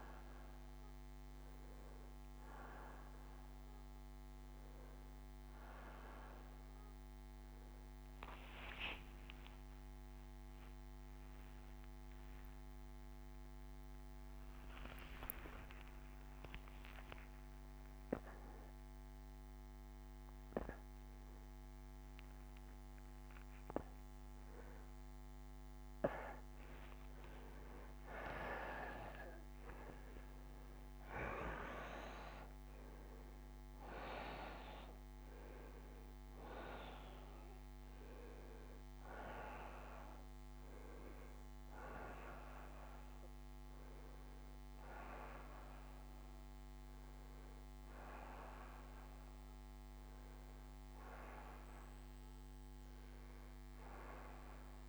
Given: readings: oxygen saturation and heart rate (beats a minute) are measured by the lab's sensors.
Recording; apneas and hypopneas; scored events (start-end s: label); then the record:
a person awake in a sleep study, by a microphone on the trachea; none
4.50-54.88 s: new sleep stage, awake
31.50-49.50 s: oxygen desaturation (device-marked, oxygen 95% before, 89% lowest, heart rate 90 before, 42 extreme)
37.50-52.50 s: bradycardia (device-marked, heart rate 66 before, 45 extreme)
From the record:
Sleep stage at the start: N1 (lightest sleep); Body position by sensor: on the back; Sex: male